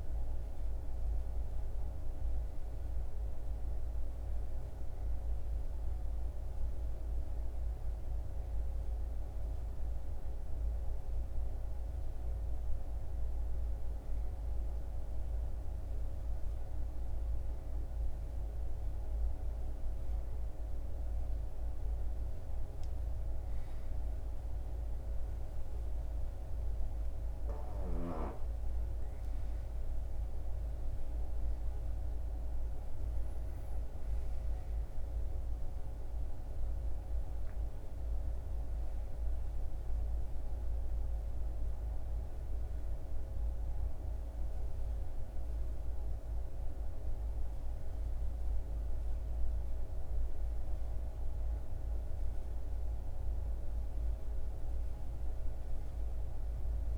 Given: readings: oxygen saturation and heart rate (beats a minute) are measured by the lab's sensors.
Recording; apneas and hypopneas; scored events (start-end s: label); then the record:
a person awake in a sleep study, hard to hear, by a room microphone; none
32.50-56.98 s: new sleep stage, N1 (lightest sleep)
From the record:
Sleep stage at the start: awake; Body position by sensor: on the back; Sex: male